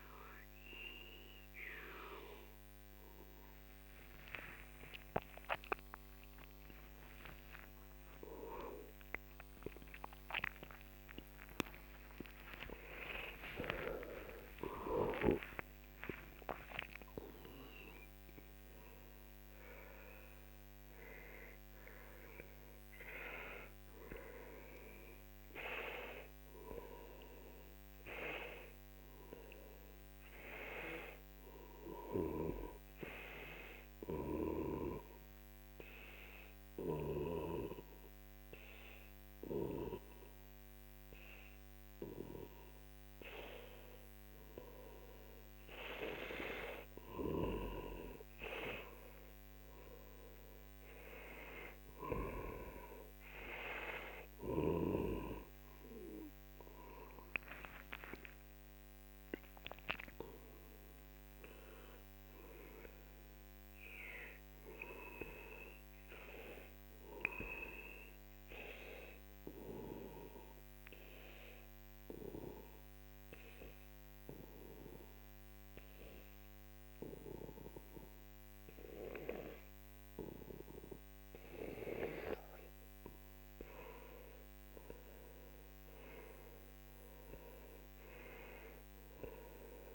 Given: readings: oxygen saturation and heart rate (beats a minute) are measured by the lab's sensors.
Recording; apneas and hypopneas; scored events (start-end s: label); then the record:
breathing in sleep by a microphone on the trachea; 2
0.00-1.50 s: oxygen desaturation (device-marked, oxygen 93% lowest, heart rate 44 extreme)
7.00-14.00 s: arousal
24.50-44.00 s: obstructive apnea (oxygen 97% before, 91% lowest, heart rate 109 before, 48 extreme, up 9 after)
46.00-49.50 s: arousal
47.50-63.50 s: oxygen desaturation (device-marked, oxygen 97% before, 93% lowest, heart rate 55 before, 44 extreme)
57.50-61.00 s: arousal
66.50-81.50 s: obstructive apnea (oxygen 97% before, 91% lowest, heart rate 65 before, 43 extreme, up 16 after)
83.00-87.00 s: arousal
83.50-89.95 s: oxygen desaturation (device-marked, oxygen 97% before, 91% lowest, heart rate 51 before, 43 extreme)
From the record:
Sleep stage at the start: N2 (light sleep); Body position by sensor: on the back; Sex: male